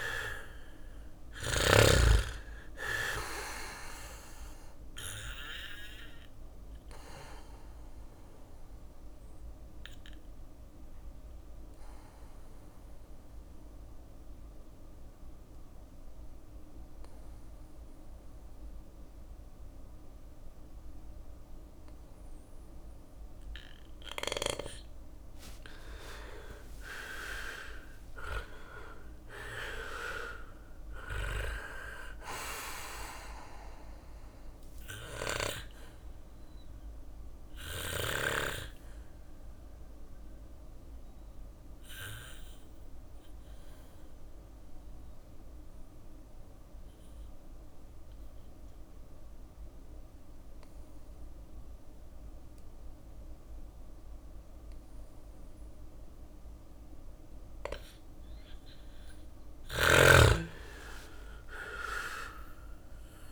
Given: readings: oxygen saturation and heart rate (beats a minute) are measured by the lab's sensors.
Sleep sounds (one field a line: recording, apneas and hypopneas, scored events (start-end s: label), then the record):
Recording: breathing in sleep by a room microphone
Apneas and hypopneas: 2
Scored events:
0.00-1.00 s: snoring (device-marked)
0.00-2.00 s: arousal
2.00-22.00 s: bradycardia (device-marked, heart rate 61 before, 56 extreme)
5.00-22.00 s: oxygen desaturation (device-marked, oxygen 99% before, 92% lowest, heart rate 61 before, 56 extreme)
5.50-21.50 s: obstructive apnea (oxygen 99% before, 91% lowest, heart rate 61 before, 56 extreme, up 12 after)
24.50-28.50 s: arousal
26.00-41.00 s: drop in pulse transit time (device-marked, heart rate 57 before, 59 extreme)
33.50-35.50 s: long interval between heartbeats (device-marked, heart rate 61 before, 68 extreme)
34.00-51.00 s: oxygen desaturation (device-marked, oxygen 99% before, 92% lowest, heart rate 61 before, 56 extreme)
34.00-57.50 s: obstructive apnea (oxygen 99% before, 91% lowest, heart rate 61 before, 56 extreme, up 7 after)
36.00-47.00 s: bradycardia (device-marked, heart rate 61 before, 56 extreme)
52.00-57.00 s: bradycardia (device-marked, heart rate 61 before, 59 extreme)
58.50-63.32 s: snoring (device-marked)
59.00-62.50 s: arousal
59.00-63.32 s: drop in pulse transit time (device-marked, heart rate 59 before, 59 extreme)
From the record:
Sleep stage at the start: N2 (light sleep)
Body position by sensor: on the back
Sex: male